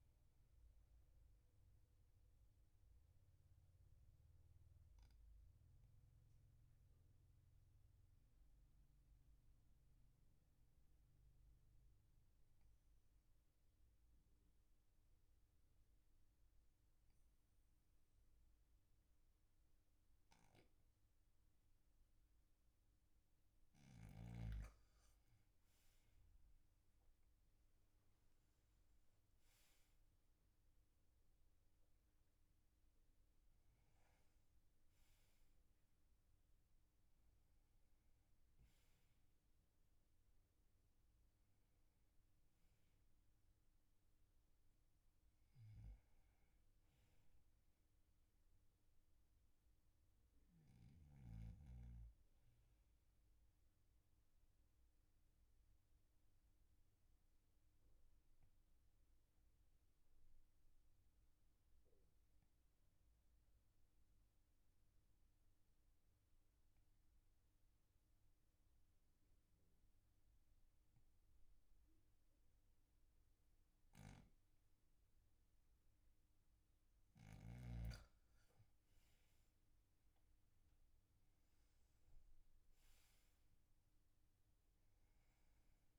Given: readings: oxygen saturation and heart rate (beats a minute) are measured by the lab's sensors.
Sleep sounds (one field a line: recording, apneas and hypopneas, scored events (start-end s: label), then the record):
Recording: breathing in sleep, hard to hear, by a room microphone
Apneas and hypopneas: 2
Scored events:
1.00-23.50 s: obstructive apnea (oxygen 96% before, 93% lowest, heart rate 46 before, 43 extreme, up 4 after)
26.50-31.00 s: arousal
33.00-37.00 s: oxygen desaturation (device-marked, oxygen 97% before, 94% lowest, heart rate 48 before, 43 extreme)
50.00-61.00 s: oxygen desaturation (device-marked, oxygen 97% before, 93% lowest, heart rate 50 before, 39 extreme)
54.50-77.50 s: obstructive apnea (oxygen 97% before, 93% lowest, heart rate 49 before, 39 extreme, up 10 after)
79.00-83.00 s: arousal
From the record:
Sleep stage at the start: N2 (light sleep)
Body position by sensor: on the back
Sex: male